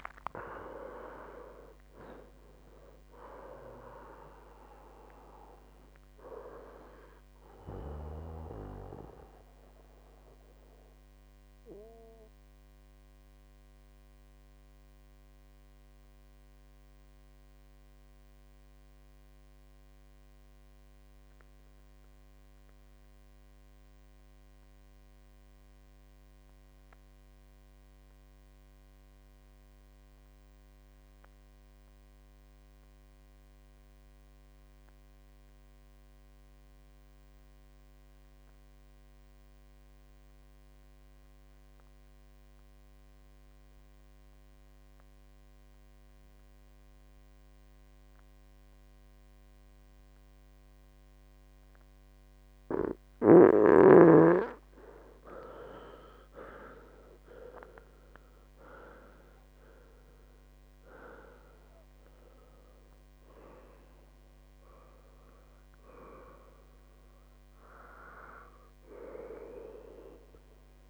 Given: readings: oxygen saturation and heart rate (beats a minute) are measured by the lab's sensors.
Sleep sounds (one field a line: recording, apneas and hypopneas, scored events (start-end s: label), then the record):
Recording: breathing in sleep by a microphone on the trachea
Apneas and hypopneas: 1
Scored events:
6.50-13.50 s: oxygen desaturation (device-marked, oxygen 92% before, 86% lowest, heart rate 79 before, 60 extreme)
10.00-54.00 s: mixed apnea (oxygen 92% before, 85% lowest, heart rate 79 before, 60 extreme, up 19 after)
15.50-25.50 s: oxygen desaturation (device-marked, oxygen 91% before, 85% lowest, heart rate 76 before, 60 extreme)
45.50-70.90 s: oxygen desaturation (device-marked, oxygen 96% before, 86% lowest, heart rate 67 before, 62 extreme)
56.50-60.00 s: arousal
From the record:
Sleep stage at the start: N2 (light sleep)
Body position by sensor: on the right side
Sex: male